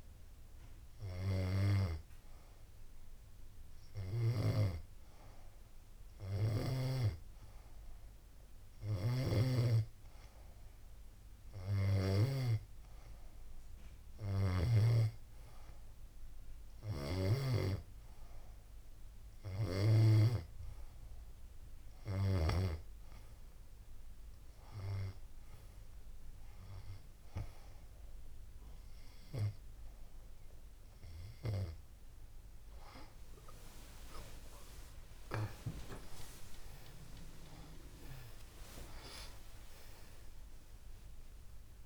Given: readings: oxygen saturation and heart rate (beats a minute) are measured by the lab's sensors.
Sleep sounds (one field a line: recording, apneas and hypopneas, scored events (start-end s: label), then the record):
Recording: breathing in sleep by a room microphone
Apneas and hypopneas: none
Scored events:
3.00-11.50 s: snoring (device-marked)
33.00-38.00 s: arousal
From the record:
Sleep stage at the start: N2 (light sleep)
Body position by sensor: on the back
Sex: female